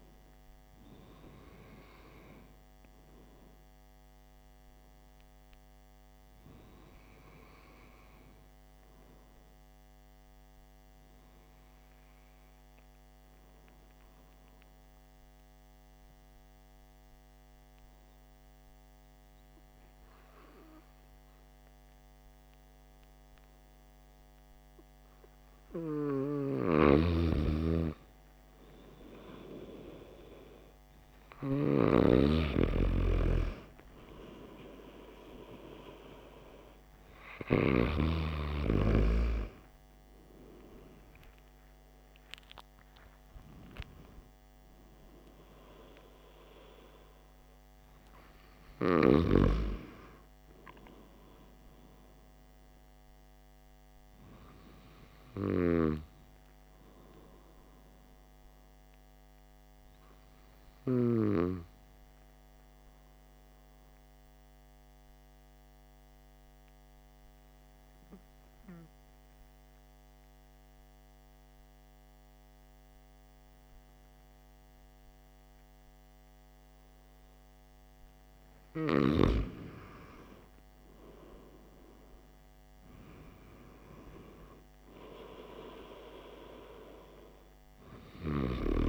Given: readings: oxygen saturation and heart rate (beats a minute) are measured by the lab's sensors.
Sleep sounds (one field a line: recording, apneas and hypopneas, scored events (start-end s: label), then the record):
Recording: breathing in sleep by a microphone on the trachea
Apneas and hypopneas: 2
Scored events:
7.50-25.50 s: hypopnea (oxygen 96% before, 93% lowest, heart rate 59 before, 51 extreme, up 5 after)
27.00-38.50 s: snoring (device-marked)
27.50-31.00 s: arousal
38.00-53.00 s: oxygen desaturation (device-marked, oxygen 96% before, 93% lowest, heart rate 56 before, 52 extreme)
43.50-48.00 s: arousal
58.50-77.00 s: hypopnea (oxygen 96% before, 93% lowest, heart rate 57 before, 54 extreme, up 5 after)
81.50-86.00 s: arousal
From the record:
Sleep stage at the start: N2 (light sleep)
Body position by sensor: on the back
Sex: male